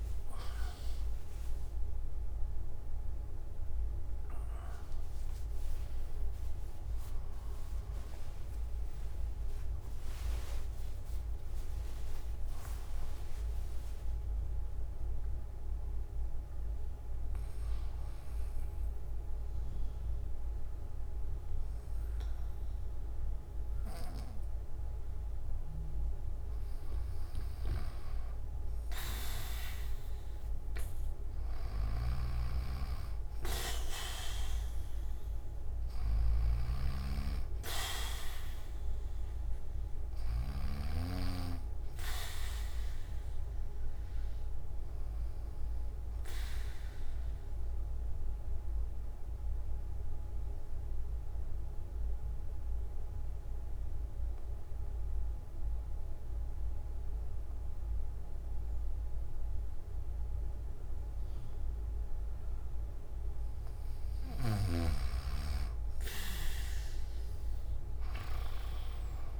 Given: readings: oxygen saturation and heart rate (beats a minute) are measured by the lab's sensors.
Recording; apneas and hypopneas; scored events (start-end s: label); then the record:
breathing in sleep by a room microphone; 2
18.00-28.50 s: obstructive apnea (oxygen 99% before, 94% lowest)
31.50-40.50 s: snoring (device-marked)
38.00-58.00 s: oxygen desaturation (device-marked, oxygen 99% before, 95% lowest)
47.00-62.50 s: obstructive apnea (oxygen 100% before, 94% lowest)
From the record:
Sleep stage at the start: N1 (lightest sleep); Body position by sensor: on the back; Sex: male